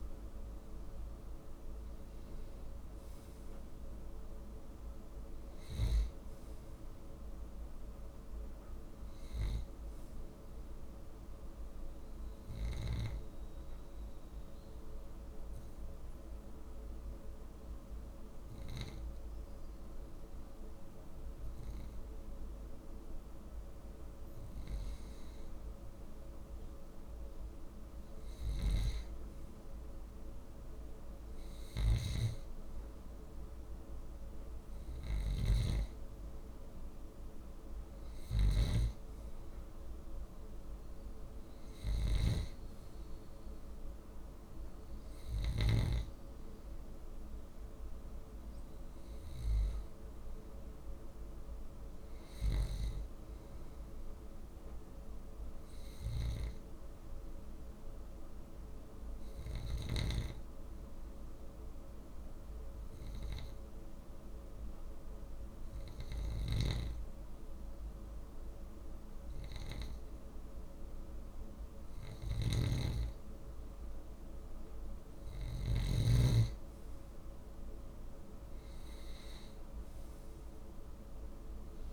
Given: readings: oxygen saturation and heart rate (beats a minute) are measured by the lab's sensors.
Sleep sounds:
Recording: breathing in sleep by a room microphone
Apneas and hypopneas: 2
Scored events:
11.50-24.00 s: obstructive apnea (oxygen 95% before, 93% lowest)
25.50-29.50 s: arousal
31.50-45.50 s: snoring (device-marked)
59.00-72.50 s: obstructive apnea (oxygen 96% before, 93% lowest)
66.00-75.50 s: snoring (device-marked)
76.50-80.50 s: arousal
From the record:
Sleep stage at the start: N2 (light sleep)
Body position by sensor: on the left side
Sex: male

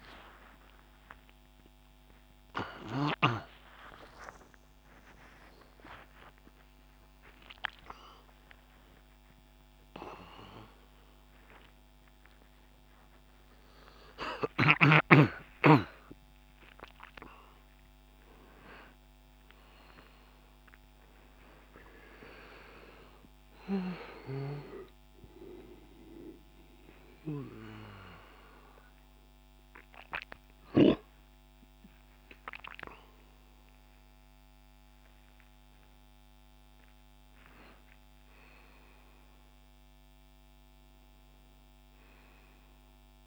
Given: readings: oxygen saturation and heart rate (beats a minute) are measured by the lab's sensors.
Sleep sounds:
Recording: a person awake in a sleep study, by a microphone on the trachea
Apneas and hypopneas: none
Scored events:
0.00-5.50 s: oxygen desaturation (device-marked, oxygen 93% lowest, heart rate 86 extreme)
From the record:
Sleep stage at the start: awake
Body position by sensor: on the back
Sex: male

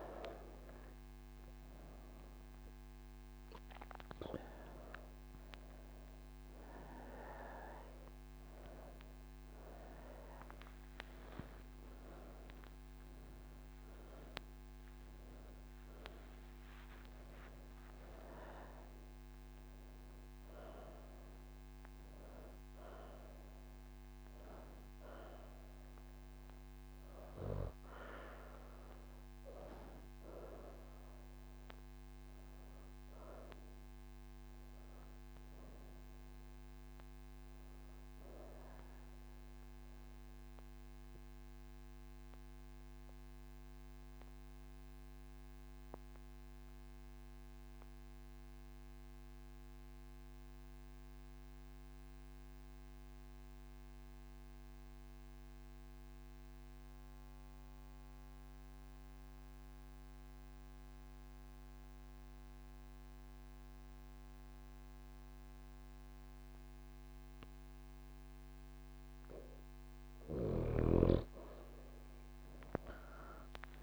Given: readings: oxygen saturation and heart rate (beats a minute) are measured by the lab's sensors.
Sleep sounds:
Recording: breathing in sleep by a microphone on the trachea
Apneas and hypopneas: none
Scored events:
0.00-49.50 s: oxygen desaturation (device-marked, oxygen 89% lowest)
37.50-73.83 s: new sleep stage, N2 (light sleep)
69.50-73.83 s: oxygen desaturation (device-marked, oxygen 99% before, 87% lowest)
From the record:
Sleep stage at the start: N3 (deep sleep)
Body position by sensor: on the right side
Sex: female

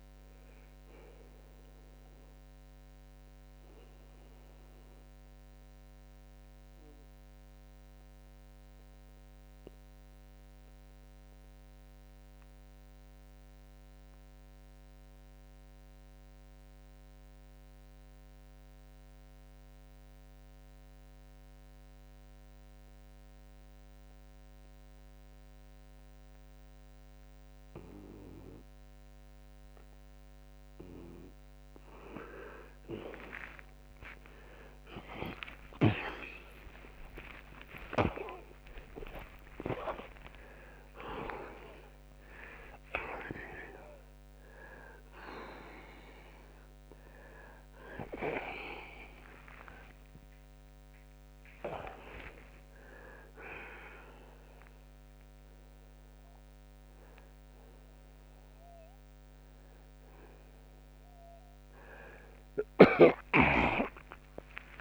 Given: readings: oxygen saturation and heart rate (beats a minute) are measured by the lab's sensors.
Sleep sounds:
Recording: a person partly awake in a sleep study, by a microphone on the trachea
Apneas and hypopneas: 1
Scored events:
4.00-30.50 s: central apnea (oxygen 95% before, 86% lowest, heart rate 78 before, 67 extreme)
4.00-33.00 s: oxygen desaturation (device-marked, oxygen 95% before, 86% lowest, heart rate 78 before, 67 extreme)
39.00-64.81 s: new sleep stage, awake
From the record:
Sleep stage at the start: N2 (light sleep)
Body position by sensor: on the left side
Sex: male

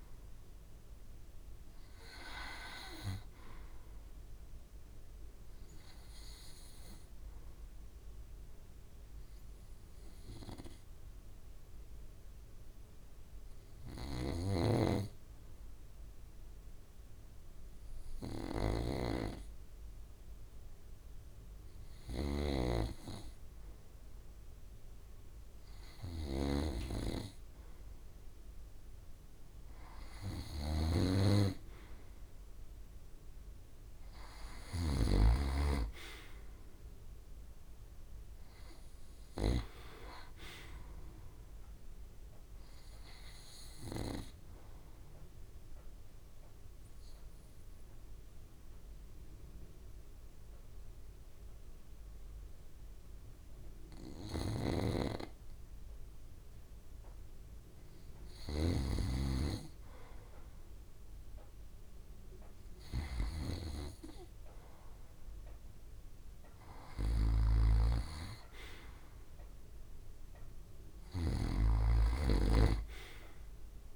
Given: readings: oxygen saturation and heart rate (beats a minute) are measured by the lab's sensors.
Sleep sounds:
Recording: breathing in sleep by a room microphone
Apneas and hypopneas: 2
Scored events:
4.50-28.00 s: obstructive apnea (oxygen 91% before, 86% lowest, heart rate 70 before, 66 extreme, up 8 after)
7.50-20.50 s: oxygen desaturation (device-marked, oxygen 89% before, 86% lowest, heart rate 68 before, 66 extreme)
13.50-34.50 s: snoring (device-marked)
30.00-34.00 s: arousal
32.50-62.50 s: oxygen desaturation (device-marked, oxygen 97% before, 89% lowest, heart rate 67 before, 66 extreme)
43.50-58.50 s: obstructive apnea (oxygen 98% before, 88% lowest, heart rate 70 before, 66 extreme, up 1 after)
54.00-71.00 s: snoring (device-marked)
63.00-68.00 s: arousal
70.50-73.95 s: oxygen desaturation (device-marked, oxygen 94% before, 88% lowest, heart rate 67 before, 66 extreme)
From the record:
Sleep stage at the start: REM sleep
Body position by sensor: on the back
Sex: male

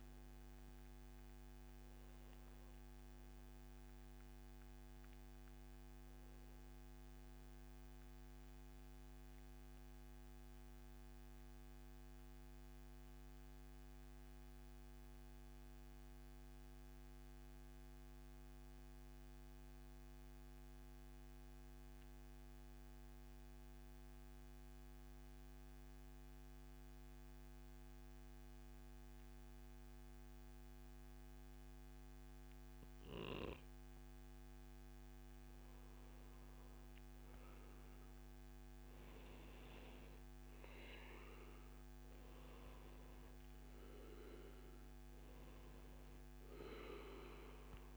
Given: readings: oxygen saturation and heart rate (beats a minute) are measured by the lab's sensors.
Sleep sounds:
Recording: breathing in sleep, hard to hear, by a microphone on the trachea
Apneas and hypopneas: 1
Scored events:
8.50-10.50 s: long interval between heartbeats (device-marked, heart rate 128 before, 123 extreme)
9.00-33.00 s: central apnea (oxygen 98% before, 93% lowest, heart rate 128 before, 91 extreme, up 8 after)
17.00-19.00 s: long interval between heartbeats (device-marked, heart rate 124 before, 100 extreme)
31.00-33.00 s: long interval between heartbeats (device-marked, heart rate 106 before, 107 extreme)
35.00-39.50 s: arousal
41.00-43.00 s: long interval between heartbeats (device-marked, heart rate 110 before, 108 extreme)
43.50-47.96 s: oxygen desaturation (device-marked, oxygen 98% before, 93% lowest, heart rate 110 before, 102 extreme)
From the record:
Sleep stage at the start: N2 (light sleep)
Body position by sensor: on the back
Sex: male

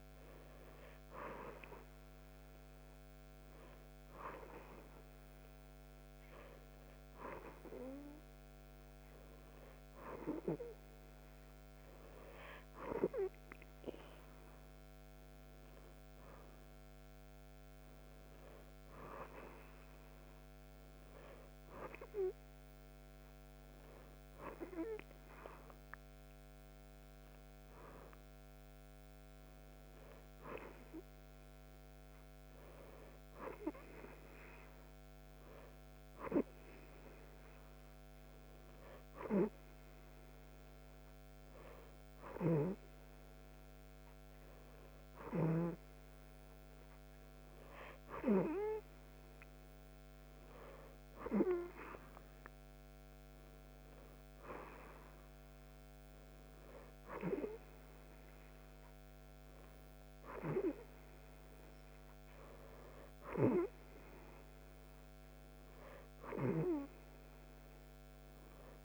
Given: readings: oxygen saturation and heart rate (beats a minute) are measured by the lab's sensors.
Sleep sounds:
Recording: breathing in sleep by a microphone on the trachea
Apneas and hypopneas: none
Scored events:
none scored
From the record:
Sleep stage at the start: N2 (light sleep)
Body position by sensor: on the right side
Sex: female

